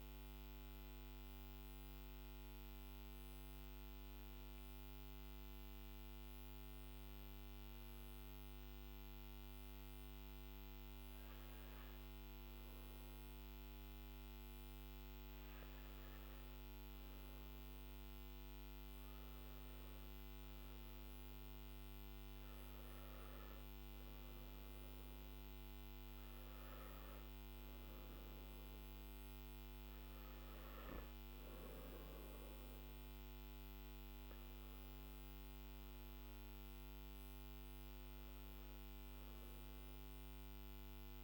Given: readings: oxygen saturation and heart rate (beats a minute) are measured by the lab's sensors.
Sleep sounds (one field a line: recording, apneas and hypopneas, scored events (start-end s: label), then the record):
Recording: breathing in sleep, hard to hear, by a microphone on the trachea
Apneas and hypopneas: 1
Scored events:
4.00-17.50 s: obstructive apnea (oxygen 96% before, 95% lowest, heart rate 60 before, 52 extreme, up 4 after)
From the record:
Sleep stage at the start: N3 (deep sleep)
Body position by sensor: on the back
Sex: male